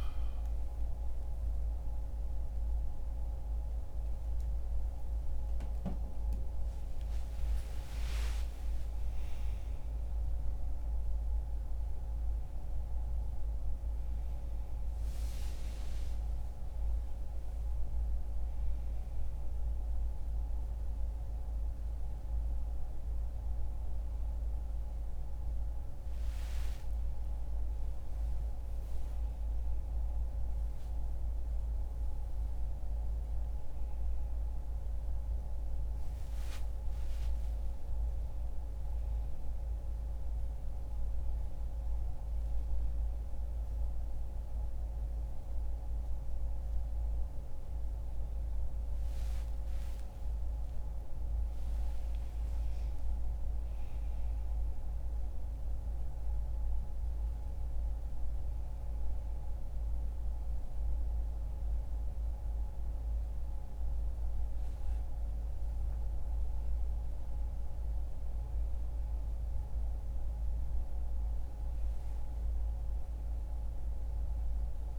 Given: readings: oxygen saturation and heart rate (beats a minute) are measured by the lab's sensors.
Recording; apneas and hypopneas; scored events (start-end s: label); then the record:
a person awake in a sleep study, hard to hear, by a room microphone; none
67.50-74.99 s: new sleep stage, N1 (lightest sleep)
From the record:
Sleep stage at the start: awake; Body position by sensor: on the back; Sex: male